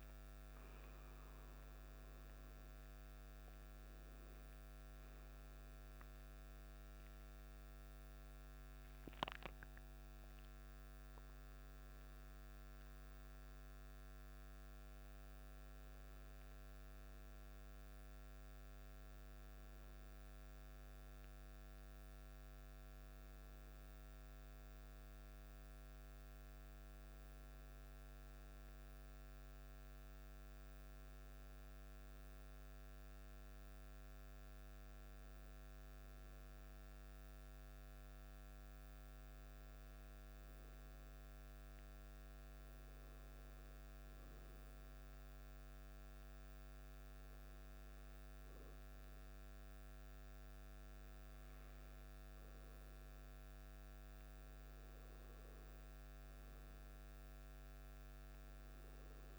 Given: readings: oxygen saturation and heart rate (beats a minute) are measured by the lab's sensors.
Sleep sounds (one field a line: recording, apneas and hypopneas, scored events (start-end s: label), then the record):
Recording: breathing in sleep, hard to hear, by a microphone on the trachea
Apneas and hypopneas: none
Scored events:
0.00-4.00 s: arousal
From the record:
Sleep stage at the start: N2 (light sleep)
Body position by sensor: on the back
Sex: male